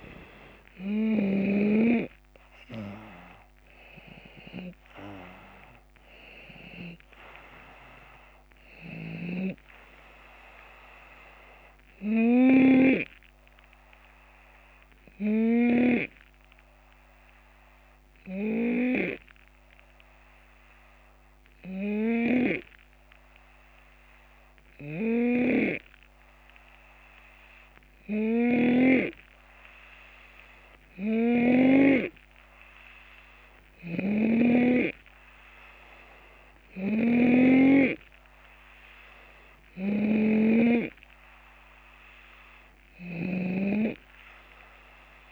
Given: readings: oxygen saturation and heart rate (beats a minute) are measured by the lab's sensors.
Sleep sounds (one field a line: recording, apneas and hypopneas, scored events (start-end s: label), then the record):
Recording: breathing in sleep by a microphone on the trachea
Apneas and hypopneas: 1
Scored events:
0.00-1.00 s: snoring (device-marked)
0.00-12.00 s: oxygen desaturation (device-marked, oxygen 88% lowest, heart rate 70 extreme)
0.00-13.00 s: drop in pulse transit time (device-marked, heart rate 75 before, 73 extreme)
0.50-3.50 s: arousal
8.50-12.50 s: snoring (device-marked)
13.00-31.50 s: hypopnea (oxygen 92% before, 87% lowest, heart rate 76 before, 70 extreme, up 9 after)
24.50-31.50 s: snoring (device-marked)
33.50-45.32 s: snoring (device-marked)
37.00-41.50 s: arousal
From the record:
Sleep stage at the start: N2 (light sleep)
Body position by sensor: on the left side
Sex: male